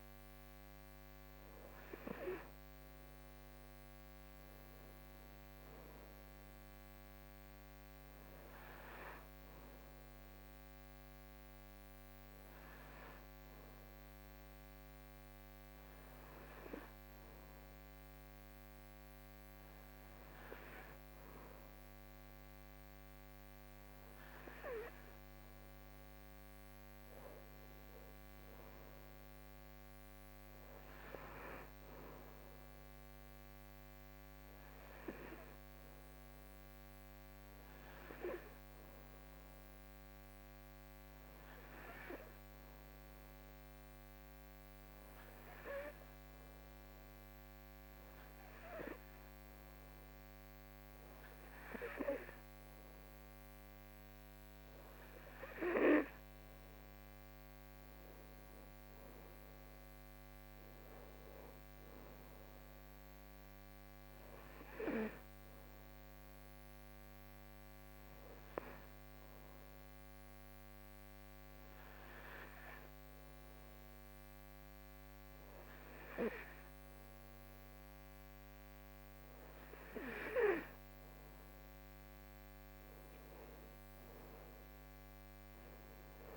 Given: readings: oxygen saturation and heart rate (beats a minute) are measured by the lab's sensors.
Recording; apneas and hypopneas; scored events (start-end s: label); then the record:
breathing in sleep by a microphone on the trachea; 3
4.50-8.50 s: arousal
13.00-25.50 s: hypopnea (oxygen 96% before, 91% lowest, heart rate 78 before, 76 extreme, up 7 after)
28.00-31.50 s: arousal
36.00-54.50 s: hypopnea (oxygen 95% before, 91% lowest, heart rate 79 before, 74 extreme, up 5 after)
55.00-81.00 s: oxygen desaturation (device-marked, oxygen 95% before, 91% lowest, heart rate 79 before, 74 extreme)
60.00-63.00 s: arousal
66.00-78.50 s: hypopnea (oxygen 95% before, 91% lowest, heart rate 80 before, 74 extreme, up 8 after)
84.00-86.37 s: arousal
From the record:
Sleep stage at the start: N2 (light sleep); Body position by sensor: on the right side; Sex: female